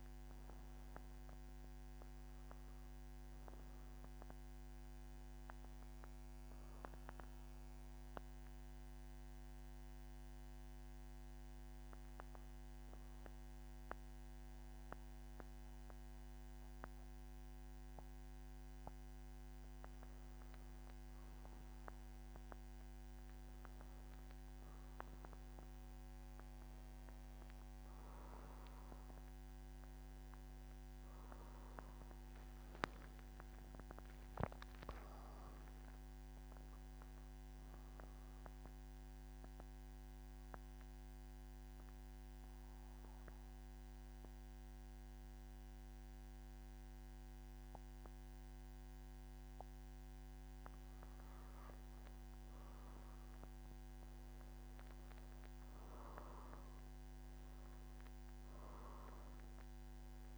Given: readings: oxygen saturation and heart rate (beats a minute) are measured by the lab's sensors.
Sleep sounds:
breathing in sleep, hard to hear, by a microphone on the trachea; 2
7.50-21.00 s: obstructive apnea (oxygen 96% before, 91% lowest, heart rate 122 before, 122 extreme, up 5 after)
34.00-52.00 s: oxygen desaturation (device-marked, oxygen 95% before, 91% lowest, heart rate 126 before, 118 extreme)
39.00-51.00 s: obstructive apnea (oxygen 95% before, 91% lowest, heart rate 126 before, 118 extreme, up 3 after)
From the record:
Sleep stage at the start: N3 (deep sleep); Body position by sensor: on the back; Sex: male

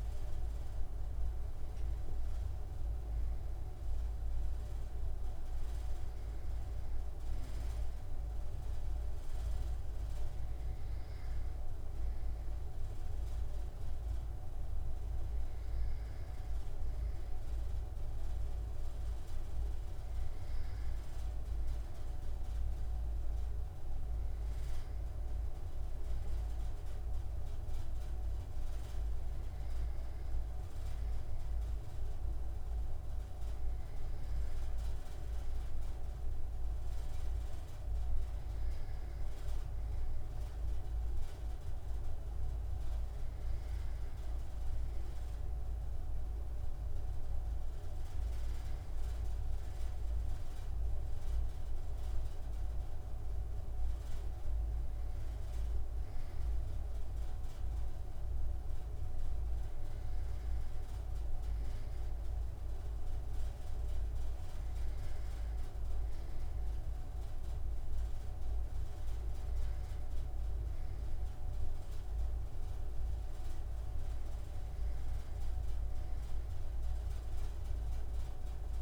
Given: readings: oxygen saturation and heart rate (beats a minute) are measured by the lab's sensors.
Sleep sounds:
breathing in sleep, hard to hear, by a room microphone; none
none scored
From the record:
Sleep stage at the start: N2 (light sleep); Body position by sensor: on the right side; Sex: male

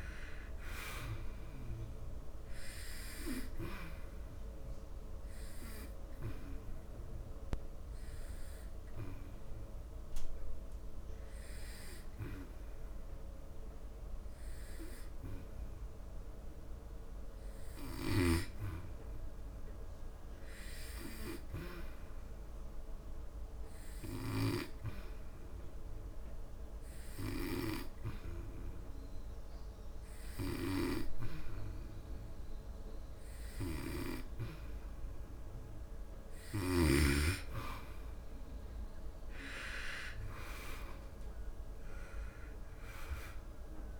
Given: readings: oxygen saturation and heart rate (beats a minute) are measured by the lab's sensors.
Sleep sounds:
breathing in sleep by a room microphone; 1
0.00-18.50 s: oxygen desaturation (device-marked, oxygen 89% lowest, heart rate 67 extreme)
8.00-35.00 s: hypopnea (oxygen 98% before, 89% lowest, heart rate 75 before, 67 extreme, up 14 after)
35.50-44.00 s: oxygen desaturation (device-marked, oxygen 96% before, 90% lowest, heart rate 73 before, 67 extreme)
37.00-40.50 s: arousal
From the record:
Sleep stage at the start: N2 (light sleep); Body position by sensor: on the back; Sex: male

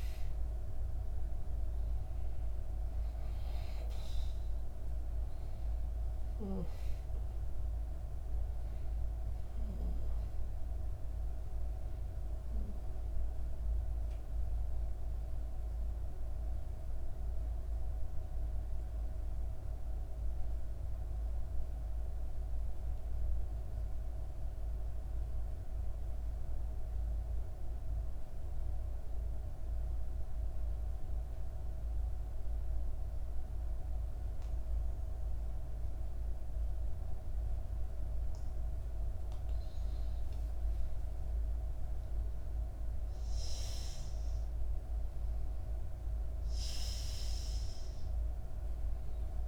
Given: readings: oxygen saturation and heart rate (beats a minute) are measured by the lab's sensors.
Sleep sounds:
breathing in sleep, hard to hear, by a room microphone; 1
0.00-18.50 s: oxygen desaturation (device-marked, oxygen 89% lowest, heart rate 59 extreme)
16.00-38.50 s: mixed apnea (oxygen 97% before, 90% lowest, heart rate 64 before, 58 extreme, up 5 after)
36.50-49.48 s: oxygen desaturation (device-marked, oxygen 98% before, 90% lowest, heart rate 60 before, 58 extreme)
40.50-45.50 s: arousal
From the record:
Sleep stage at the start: N2 (light sleep); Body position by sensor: on the back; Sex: female

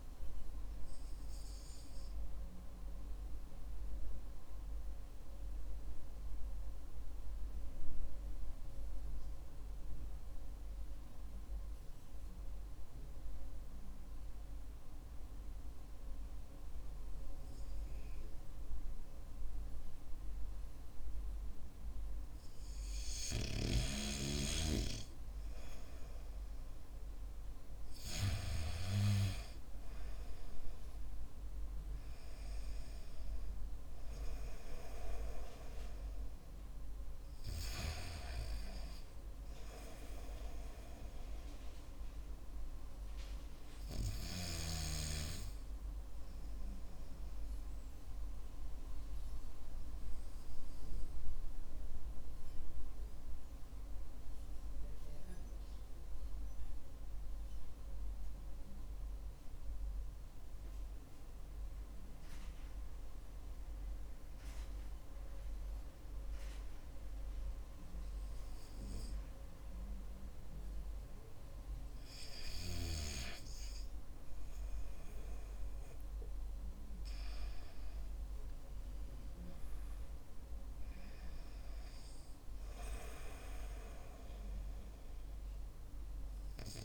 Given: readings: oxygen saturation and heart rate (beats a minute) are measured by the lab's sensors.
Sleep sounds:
breathing in sleep by a room microphone; 2
1.50-23.00 s: mixed apnea (oxygen 98% before, 93% lowest, heart rate 52 before, 47 extreme, up 6 after)
31.00-35.00 s: arousal
52.50-68.50 s: central apnea (oxygen 97% before, 93% lowest, heart rate 54 before, 50 extreme, up 3 after)
70.50-75.00 s: arousal
From the record:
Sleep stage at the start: N2 (light sleep); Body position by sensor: on the back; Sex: male

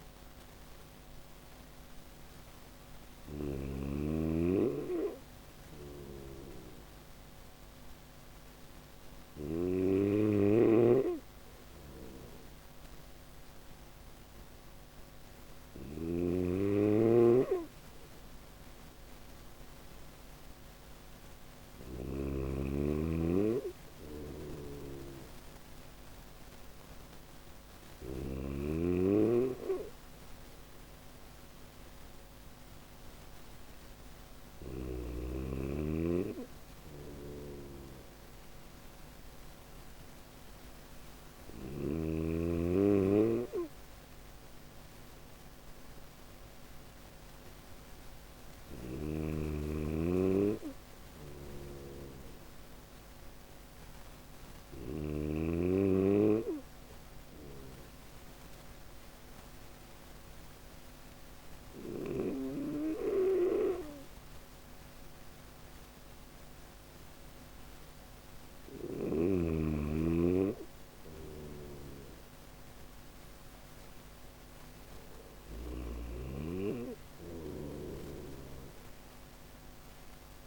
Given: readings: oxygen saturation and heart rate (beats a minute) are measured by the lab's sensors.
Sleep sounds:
breathing in sleep by a microphone on the trachea; none
0.00-8.50 s: snoring (device-marked)
14.50-21.00 s: snoring (device-marked)
23.00-27.50 s: snoring (device-marked)
36.00-41.00 s: snoring (device-marked)
50.00-54.00 s: snoring (device-marked)
70.00-75.00 s: snoring (device-marked)
77.00-80.47 s: snoring (device-marked)
From the record:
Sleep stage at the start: N1 (lightest sleep); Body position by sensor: on the back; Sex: male

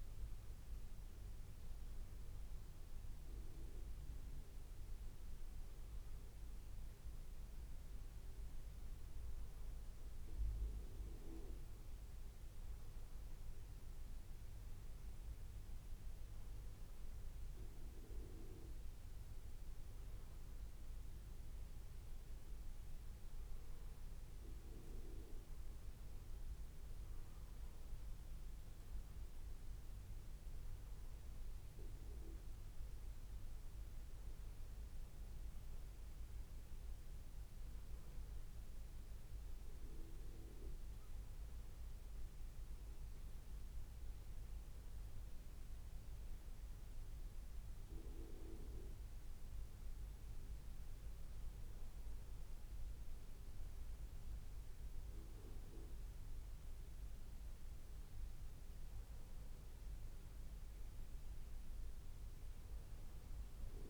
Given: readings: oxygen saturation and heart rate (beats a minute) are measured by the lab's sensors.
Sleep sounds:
breathing in sleep, hard to hear, by a room microphone; none
none scored
From the record:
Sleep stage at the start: N2 (light sleep); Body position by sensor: on the back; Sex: male

